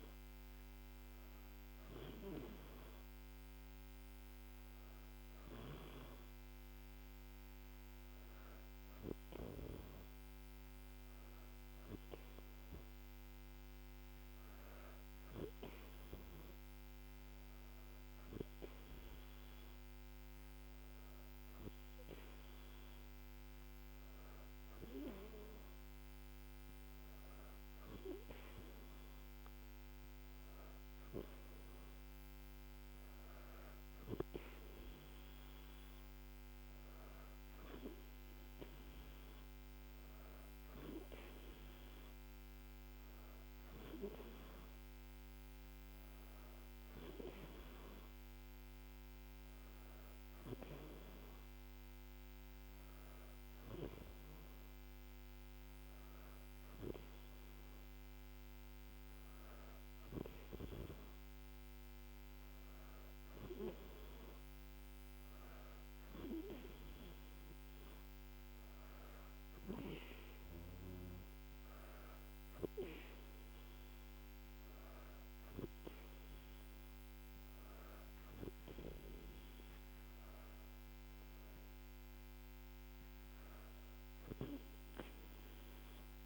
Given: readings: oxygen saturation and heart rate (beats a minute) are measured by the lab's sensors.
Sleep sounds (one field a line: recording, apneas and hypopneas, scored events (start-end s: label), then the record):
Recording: breathing in sleep by a microphone on the trachea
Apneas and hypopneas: none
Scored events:
none scored
From the record:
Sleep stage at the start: N2 (light sleep)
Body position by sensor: on the back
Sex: female